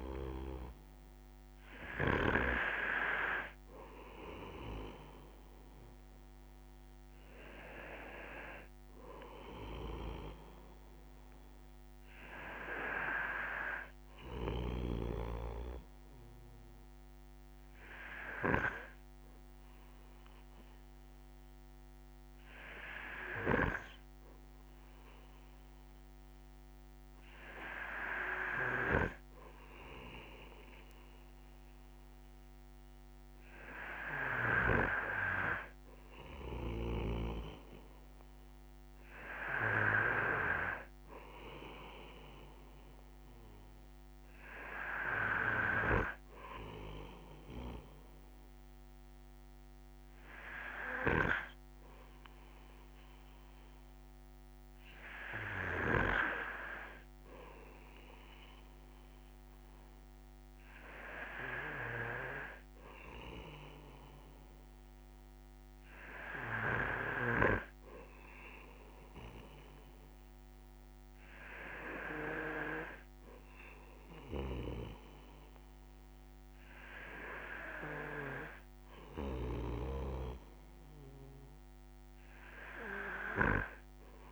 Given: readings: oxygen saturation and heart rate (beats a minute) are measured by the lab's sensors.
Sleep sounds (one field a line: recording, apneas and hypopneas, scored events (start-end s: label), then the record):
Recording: breathing in sleep by a microphone on the trachea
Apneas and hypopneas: none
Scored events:
none scored
From the record:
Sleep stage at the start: N2 (light sleep)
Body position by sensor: on the right side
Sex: male